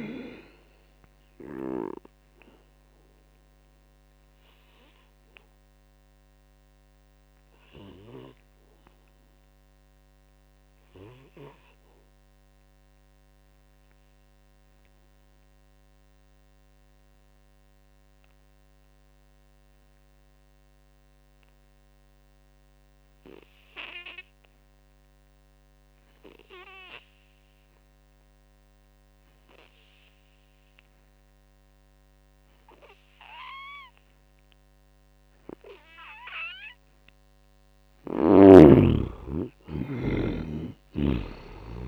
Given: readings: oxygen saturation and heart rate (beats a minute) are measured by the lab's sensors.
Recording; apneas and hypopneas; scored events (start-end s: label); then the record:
breathing in sleep by a microphone on the trachea; 1
0.00-18.50 s: oxygen desaturation (device-marked, oxygen 71% lowest, heart rate 56 extreme)
1.00-36.00 s: obstructive apnea (oxygen 98% before, 71% lowest, heart rate 66 before, 56 extreme, up 17 after)
27.50-41.88 s: oxygen desaturation (device-marked, oxygen 98% before, 71% lowest, heart rate 78 before, 56 extreme)
37.50-41.50 s: arousal
From the record:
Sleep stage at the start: N2 (light sleep); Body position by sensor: on the back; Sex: male